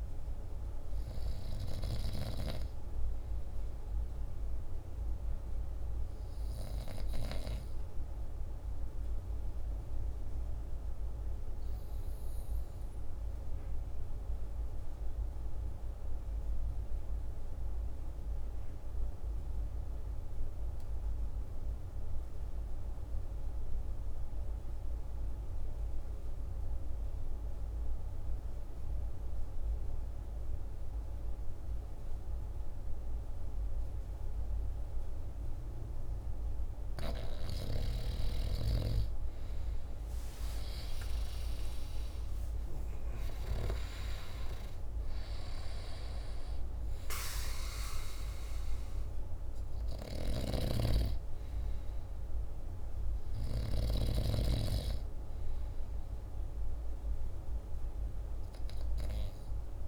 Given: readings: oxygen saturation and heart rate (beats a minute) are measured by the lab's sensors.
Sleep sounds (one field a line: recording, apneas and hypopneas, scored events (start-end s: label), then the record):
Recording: breathing in sleep by a room microphone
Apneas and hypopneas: 1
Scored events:
0.00-9.50 s: oxygen desaturation (device-marked, oxygen 82% lowest, heart rate 48 extreme)
10.00-36.50 s: mixed apnea (oxygen 96% before, 82% lowest, heart rate 54 before, 48 extreme, up 14 after)
28.50-59.88 s: oxygen desaturation (device-marked, oxygen 99% before, 82% lowest, heart rate 49 before, 47 extreme)
38.50-43.00 s: arousal
From the record:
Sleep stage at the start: N2 (light sleep)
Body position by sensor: on the back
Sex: male